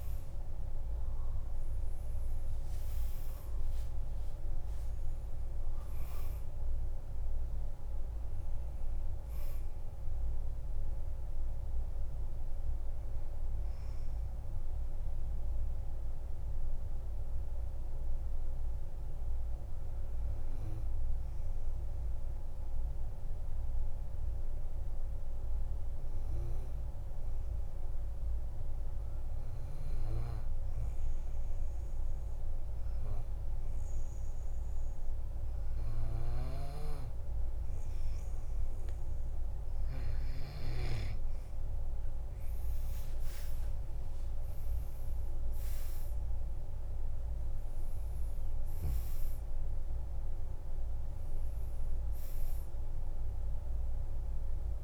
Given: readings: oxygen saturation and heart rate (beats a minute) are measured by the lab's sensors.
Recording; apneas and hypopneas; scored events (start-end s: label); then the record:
breathing in sleep, hard to hear, by a room microphone; 1
0.00-1.50 s: arousal
3.50-26.50 s: oxygen desaturation (device-marked, oxygen 98% before, 93% lowest, heart rate 53 before, 47 extreme)
13.50-37.50 s: obstructive apnea (oxygen 98% before, 92% lowest, heart rate 58 before, 47 extreme, up 12 after)
34.50-54.84 s: oxygen desaturation (device-marked, oxygen 98% before, 92% lowest, heart rate 51 before, 46 extreme)
43.00-48.50 s: arousal
From the record:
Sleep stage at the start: N2 (light sleep); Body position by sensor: on the back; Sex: male